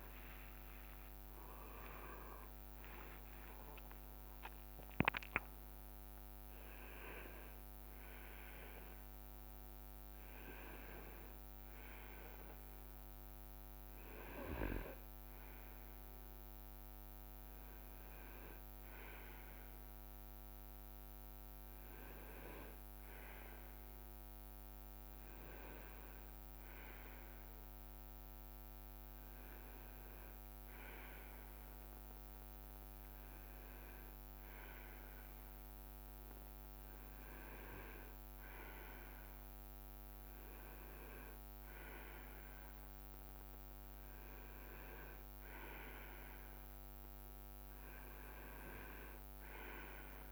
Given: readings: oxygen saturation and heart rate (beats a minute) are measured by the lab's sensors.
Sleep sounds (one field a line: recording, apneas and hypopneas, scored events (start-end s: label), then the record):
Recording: a person partly awake in a sleep study, by a microphone on the trachea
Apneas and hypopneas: none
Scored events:
0.50-5.50 s: oxygen desaturation (device-marked, oxygen 97% before, 94% lowest, heart rate 78 before, 69 extreme)
3.00-5.00 s: leg movement (device-marked)
9.50-13.00 s: leg movement (device-marked)
13.50-15.50 s: leg movement (device-marked)
13.50-50.32 s: new sleep stage, N2 (light sleep)
17.50-20.00 s: leg movement (device-marked)
21.50-23.50 s: leg movement (device-marked)
From the record:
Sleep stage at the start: awake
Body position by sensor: on the right side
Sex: male